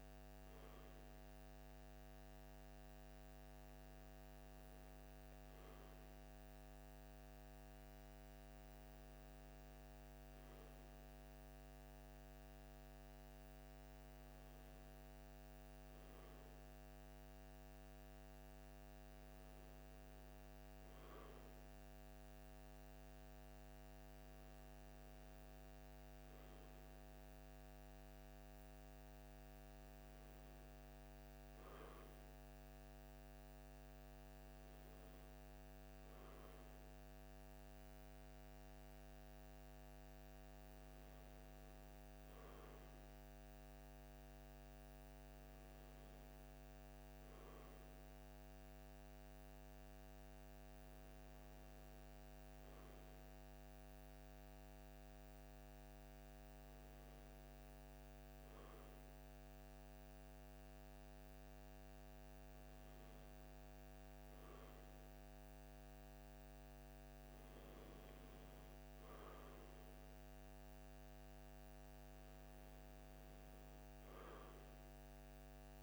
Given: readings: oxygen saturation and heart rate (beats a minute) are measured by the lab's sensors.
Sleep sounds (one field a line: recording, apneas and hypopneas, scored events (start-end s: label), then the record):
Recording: breathing in sleep, hard to hear, by a microphone on the trachea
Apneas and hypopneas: none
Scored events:
none scored
From the record:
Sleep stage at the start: N2 (light sleep)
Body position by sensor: on the left side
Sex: male